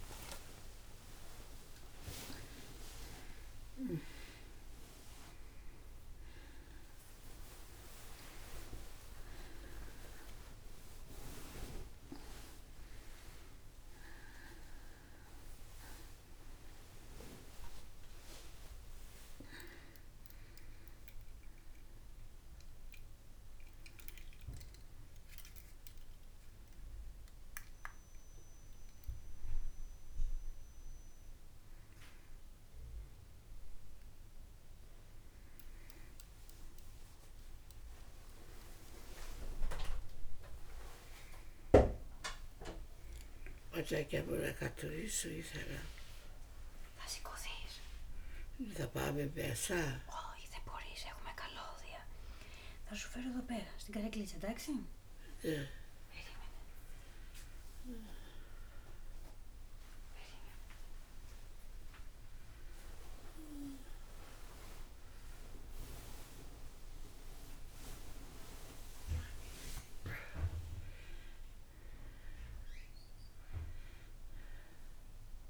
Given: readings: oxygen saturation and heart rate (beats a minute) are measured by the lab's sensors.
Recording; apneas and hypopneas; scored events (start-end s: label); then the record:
a person awake in a sleep study, by a room microphone; none
42.00-48.00 s: oxygen desaturation (device-marked, oxygen 96% before, 92% lowest, heart rate 78 before, 58 extreme)
59.00-75.50 s: new sleep stage, N2 (light sleep)
From the record:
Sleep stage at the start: awake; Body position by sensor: on the back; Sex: female